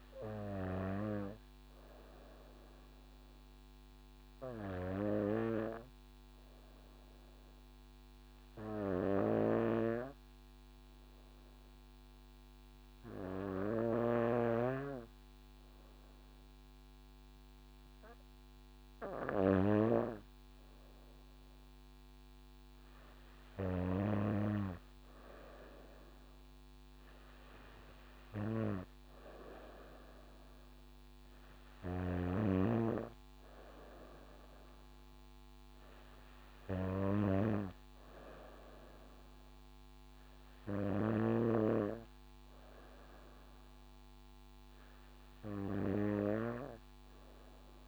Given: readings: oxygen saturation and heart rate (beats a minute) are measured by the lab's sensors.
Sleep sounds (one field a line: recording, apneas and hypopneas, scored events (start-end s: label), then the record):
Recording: breathing in sleep by a microphone on the trachea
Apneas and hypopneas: 1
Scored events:
3.50-20.00 s: obstructive apnea (oxygen 96% before, 92% lowest, heart rate 60 before, 61 extreme, up 6 after)
17.50-46.50 s: oxygen desaturation (device-marked, oxygen 96% before, 92% lowest, heart rate 60 before, 59 extreme)
21.50-24.50 s: arousal
From the record:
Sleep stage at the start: N2 (light sleep)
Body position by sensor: on the back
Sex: female